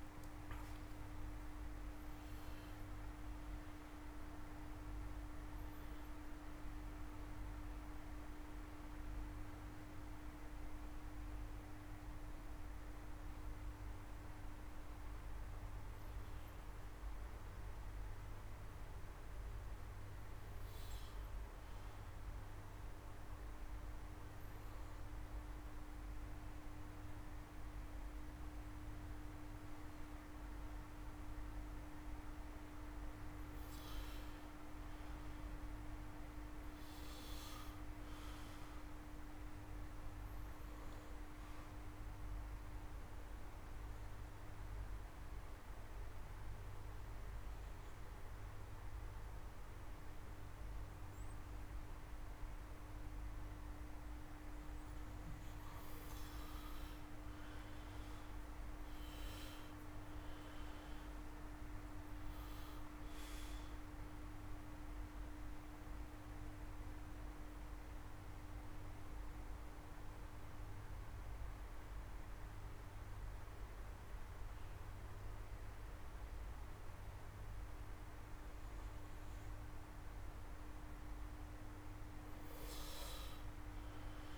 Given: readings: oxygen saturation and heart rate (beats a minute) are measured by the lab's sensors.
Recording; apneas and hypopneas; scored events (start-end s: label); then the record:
breathing in sleep, hard to hear, by a room microphone; 3
0.00-1.00 s: arousal
0.00-9.00 s: oxygen desaturation (device-marked, oxygen 89% lowest)
6.50-16.50 s: obstructive apnea (oxygen 93% before, 88% lowest)
20.50-23.50 s: arousal
22.00-31.00 s: oxygen desaturation (device-marked, oxygen 98% before, 92% lowest)
36.00-39.50 s: arousal
40.00-50.00 s: oxygen desaturation (device-marked, oxygen 94% before, 88% lowest)
43.00-54.50 s: obstructive apnea (oxygen 98% before, 88% lowest)
58.00-62.00 s: arousal
59.00-78.00 s: oxygen desaturation (device-marked, oxygen 95% before, 89% lowest)
67.00-78.00 s: obstructive apnea (oxygen 95% before, 89% lowest)
80.00-83.00 s: arousal
80.00-84.38 s: oxygen desaturation (device-marked, oxygen 98% before, 89% lowest)
From the record:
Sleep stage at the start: N2 (light sleep); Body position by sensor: on the back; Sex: male